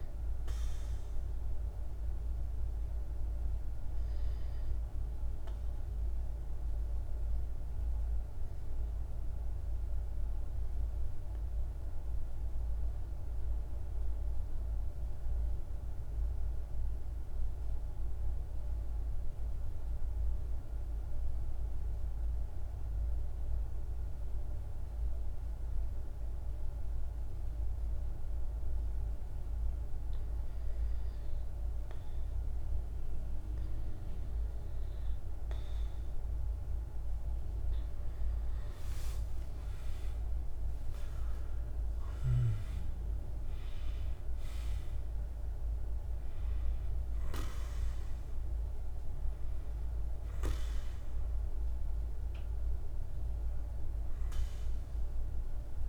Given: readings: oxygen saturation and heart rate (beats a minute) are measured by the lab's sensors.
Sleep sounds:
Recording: breathing in sleep, hard to hear, by a room microphone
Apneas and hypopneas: 1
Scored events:
0.00-10.00 s: oxygen desaturation (device-marked, oxygen 90% lowest, heart rate 48 extreme)
1.00-35.50 s: mixed apnea (oxygen 96% before, 88% lowest, heart rate 51 before, 47 extreme, up 13 after)
26.00-55.89 s: oxygen desaturation (device-marked, oxygen 99% before, 88% lowest, heart rate 51 before, 46 extreme)
27.00-55.89 s: new sleep stage, REM sleep
38.00-42.00 s: arousal
From the record:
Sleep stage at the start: N2 (light sleep)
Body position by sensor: on the back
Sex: male

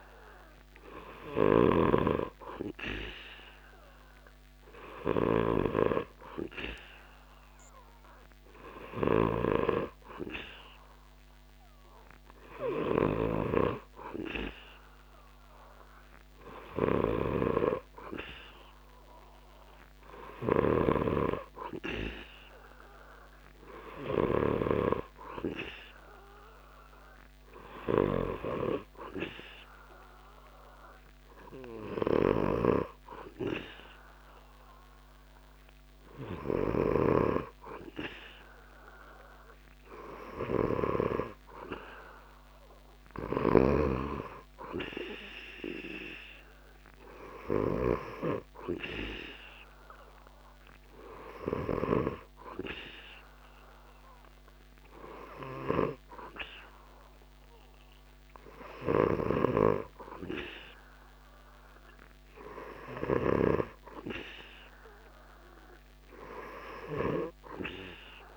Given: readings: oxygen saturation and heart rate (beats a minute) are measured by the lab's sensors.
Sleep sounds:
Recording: breathing in sleep by a microphone on the trachea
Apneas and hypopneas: none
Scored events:
0.00-24.00 s: snoring (device-marked)
31.50-51.50 s: snoring (device-marked)
58.50-63.00 s: snoring (device-marked)
From the record:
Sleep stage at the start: N2 (light sleep)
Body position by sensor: on the back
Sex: male

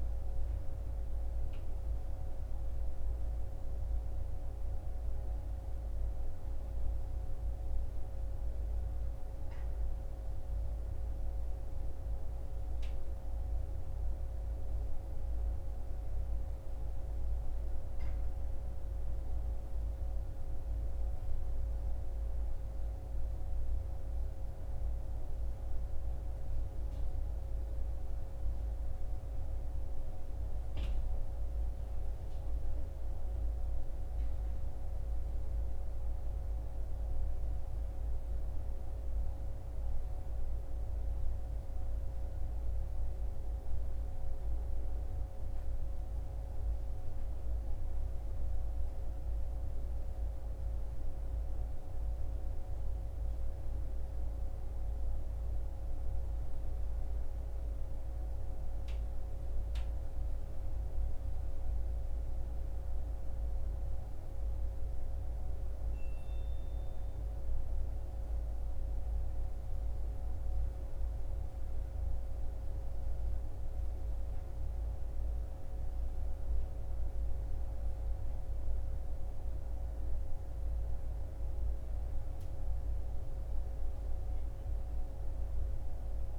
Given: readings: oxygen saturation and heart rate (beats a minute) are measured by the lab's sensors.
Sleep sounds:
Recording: breathing in sleep, hard to hear, by a room microphone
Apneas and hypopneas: none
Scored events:
none scored
From the record:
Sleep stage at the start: N1 (lightest sleep)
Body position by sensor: on the back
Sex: male

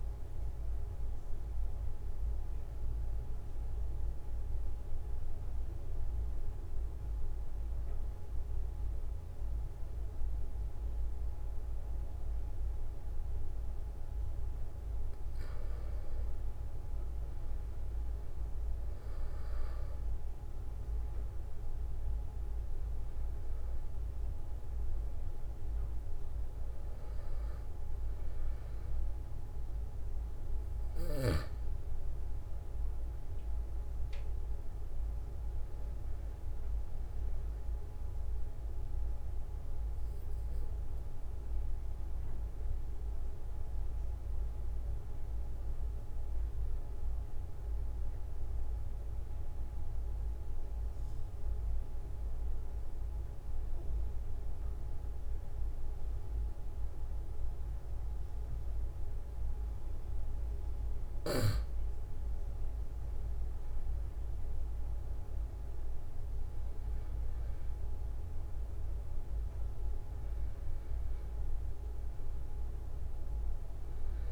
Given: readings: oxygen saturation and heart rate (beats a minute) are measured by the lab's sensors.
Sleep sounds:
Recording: breathing in sleep, hard to hear, by a room microphone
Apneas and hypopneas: 2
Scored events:
0.00-10.50 s: oxygen desaturation (device-marked, oxygen 92% lowest, heart rate 43 extreme)
0.50-15.00 s: mixed apnea (oxygen 96% before, 92% lowest, heart rate 45 before, 44 extreme, up 6 after)
19.00-24.50 s: arousal
32.50-45.50 s: oxygen desaturation (device-marked, oxygen 95% before, 92% lowest, heart rate 47 before, 44 extreme)
39.50-60.50 s: obstructive apnea (oxygen 97% before, 91% lowest, heart rate 46 before, 44 extreme, up 3 after)
63.00-66.50 s: arousal
68.50-74.32 s: oxygen desaturation (device-marked, oxygen 97% before, 91% lowest, heart rate 46 before, 44 extreme)
From the record:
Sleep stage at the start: N2 (light sleep)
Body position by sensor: on the back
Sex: male

